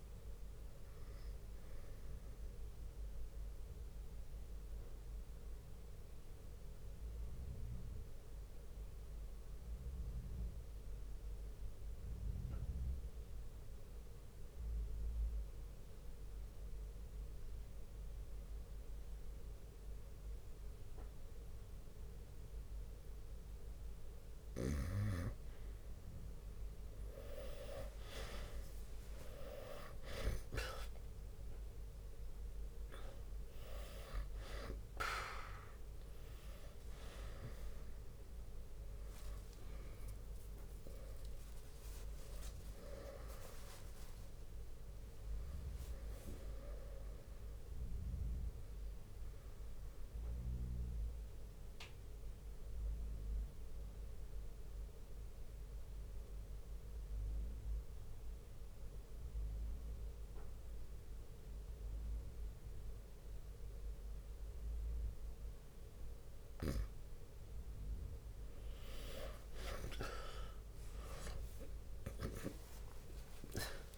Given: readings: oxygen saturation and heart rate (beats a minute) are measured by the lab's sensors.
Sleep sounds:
breathing in sleep by a room microphone; 2
0.00-16.00 s: oxygen desaturation (device-marked, oxygen 91% lowest, heart rate 58 extreme)
3.00-23.50 s: mixed apnea (oxygen 98% before, 90% lowest, heart rate 67 before, 58 extreme, up 9 after)
6.00-13.00 s: bradycardia (device-marked, heart rate 68 before, 58 extreme)
26.50-32.00 s: arousal
28.00-41.00 s: drop in pulse transit time (device-marked, heart rate 60 before, 64 extreme)
29.00-56.00 s: oxygen desaturation (device-marked, oxygen 97% before, 90% lowest, heart rate 61 before, 60 extreme)
48.50-65.50 s: mixed apnea (oxygen 97% before, 90% lowest, heart rate 70 before, 60 extreme, up 19 after)
65.00-72.00 s: drop in pulse transit time (device-marked, heart rate 63 before, 61 extreme)
71.00-73.98 s: tachycardia (device-marked, heart rate 67 before, 142 extreme)
From the record:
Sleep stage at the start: N2 (light sleep); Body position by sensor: on the right side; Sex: male

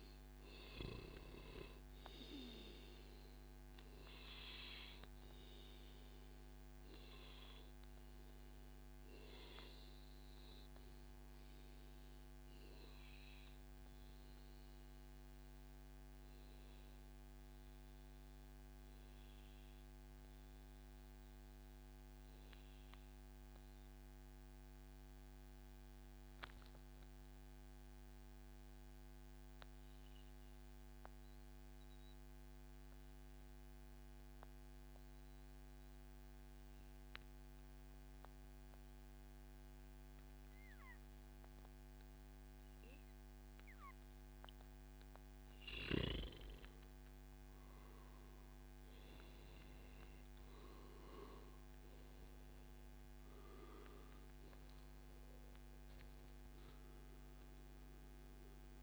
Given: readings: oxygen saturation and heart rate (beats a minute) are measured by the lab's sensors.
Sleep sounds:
breathing in sleep by a microphone on the trachea; 1
4.00-44.50 s: obstructive apnea (oxygen 97% before, 93% lowest, heart rate 130 before, 78 extreme, up 3 after)
12.50-14.50 s: long interval between heartbeats (device-marked, heart rate 142 before, 123 extreme)
47.00-50.50 s: arousal
56.00-58.83 s: oxygen desaturation (device-marked, oxygen 97% before, 93% lowest, heart rate 138 before, 97 extreme)
From the record:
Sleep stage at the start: N2 (light sleep); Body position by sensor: on the back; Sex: male

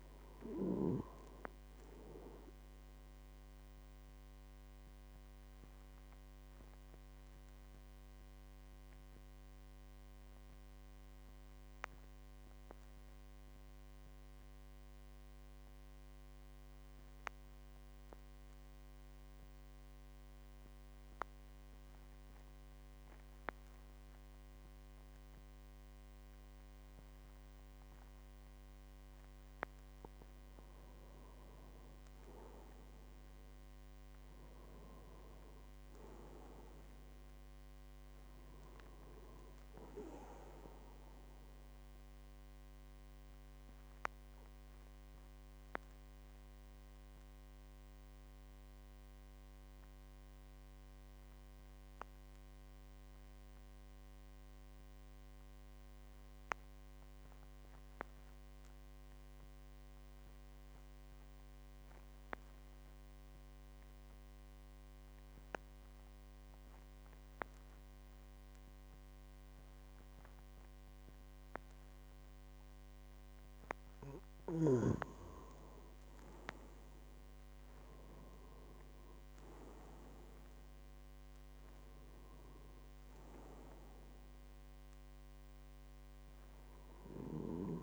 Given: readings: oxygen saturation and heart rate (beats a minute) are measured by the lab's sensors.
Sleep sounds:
breathing in sleep by a microphone on the trachea; 2
0.00-17.00 s: oxygen desaturation (device-marked, oxygen 91% lowest, heart rate 45 extreme)
4.00-28.50 s: obstructive apnea (oxygen 99% before, 88% lowest, heart rate 54 before, 45 extreme, up 11 after)
29.00-54.00 s: oxygen desaturation (device-marked, oxygen 99% before, 91% lowest, heart rate 48 before, 46 extreme)
30.50-34.50 s: arousal
43.00-72.00 s: obstructive apnea (oxygen 99% before, 87% lowest, heart rate 54 before, 46 extreme, up 10 after)
68.00-87.83 s: oxygen desaturation (device-marked, oxygen 99% before, 87% lowest, heart rate 49 before, 46 extreme)
75.50-79.50 s: arousal
From the record:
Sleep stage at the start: N2 (light sleep); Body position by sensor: on the back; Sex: male

